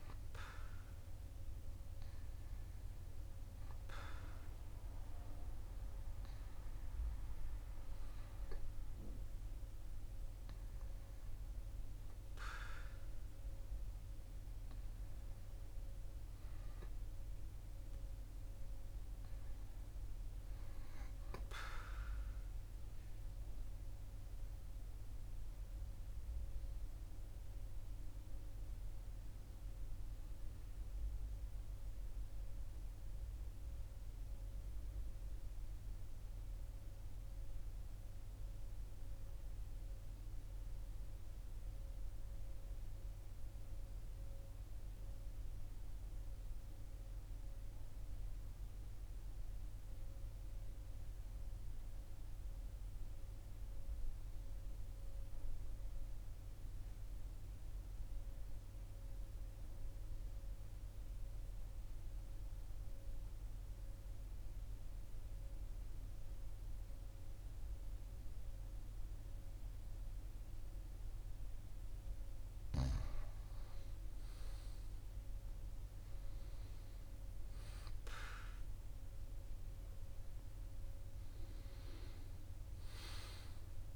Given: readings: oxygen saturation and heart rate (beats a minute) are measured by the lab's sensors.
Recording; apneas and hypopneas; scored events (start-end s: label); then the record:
breathing in sleep by a room microphone; 1
0.50-17.50 s: oxygen desaturation (device-marked, oxygen 96% before, 93% lowest, heart rate 43 before, 41 extreme)
20.00-24.50 s: arousal
32.50-72.00 s: obstructive apnea (oxygen 99% before, 90% lowest, heart rate 43 before, 41 extreme, up 3 after)
61.50-83.96 s: oxygen desaturation (device-marked, oxygen 98% before, 90% lowest, heart rate 43 before, 39 extreme)
73.50-79.00 s: arousal
From the record:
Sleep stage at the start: N2 (light sleep); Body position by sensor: on the right side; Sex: male